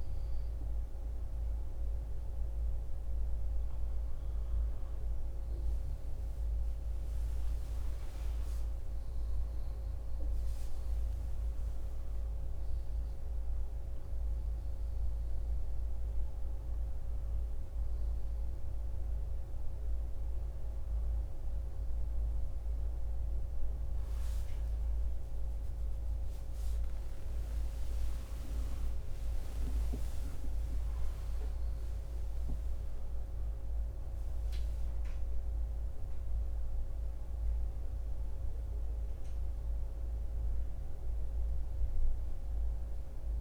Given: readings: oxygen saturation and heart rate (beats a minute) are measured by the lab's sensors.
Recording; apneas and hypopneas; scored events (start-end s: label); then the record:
a person awake in a sleep study, hard to hear, by a room microphone; none
13.50-30.50 s: oxygen desaturation (device-marked, oxygen 96% before, 93% lowest, heart rate 50 before, 57 extreme)
From the record:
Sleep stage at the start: awake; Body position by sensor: on the back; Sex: male